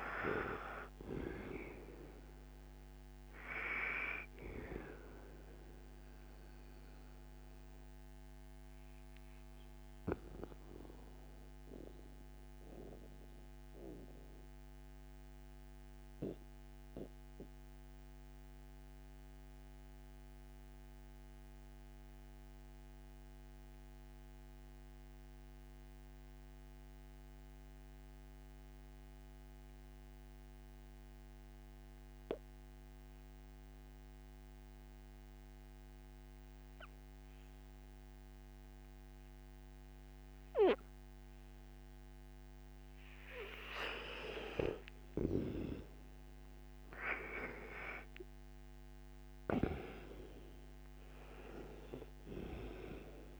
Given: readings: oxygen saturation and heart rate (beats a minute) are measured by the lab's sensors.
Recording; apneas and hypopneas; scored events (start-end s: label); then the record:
breathing in sleep by a microphone on the trachea; 1
0.00-25.50 s: oxygen desaturation (device-marked, oxygen 81% lowest, heart rate 48 extreme)
7.00-42.50 s: mixed apnea (oxygen 98% before, 81% lowest, heart rate 60 before, 59 extreme, up 5 after)
42.50-53.40 s: oxygen desaturation (device-marked, oxygen 98% before, 82% lowest, heart rate 60 before, 59 extreme)
44.00-48.00 s: arousal
From the record:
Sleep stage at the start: N2 (light sleep); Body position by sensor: on the right side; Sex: male